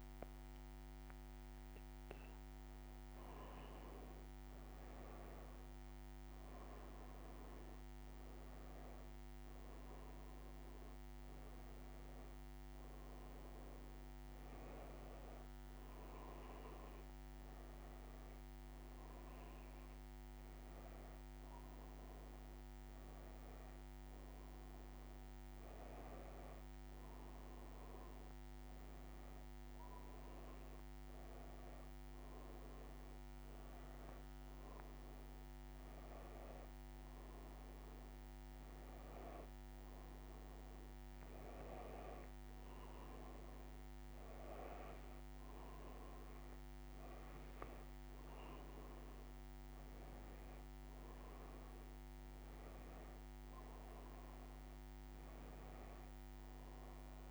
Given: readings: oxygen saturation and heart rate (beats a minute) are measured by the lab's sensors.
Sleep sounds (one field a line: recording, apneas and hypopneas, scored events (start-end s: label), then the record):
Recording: breathing in sleep, hard to hear, by a microphone on the trachea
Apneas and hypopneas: none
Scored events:
none scored
From the record:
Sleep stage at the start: N2 (light sleep)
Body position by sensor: on the back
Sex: female